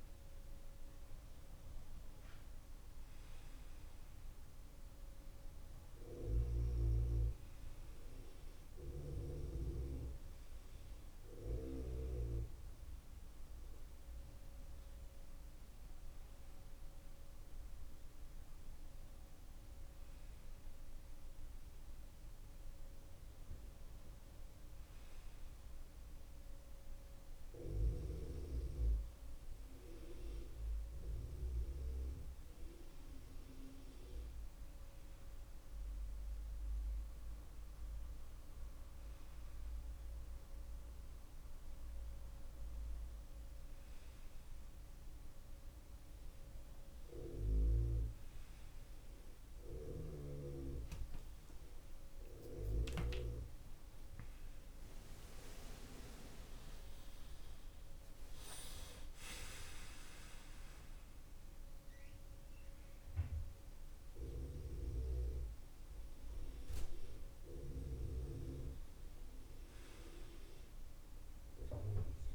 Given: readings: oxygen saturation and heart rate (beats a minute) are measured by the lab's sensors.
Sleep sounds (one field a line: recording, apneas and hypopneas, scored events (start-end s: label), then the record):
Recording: breathing in sleep by a room microphone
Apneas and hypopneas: none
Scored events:
51.00-57.50 s: arousal
From the record:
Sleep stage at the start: N2 (light sleep)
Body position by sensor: on the left side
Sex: male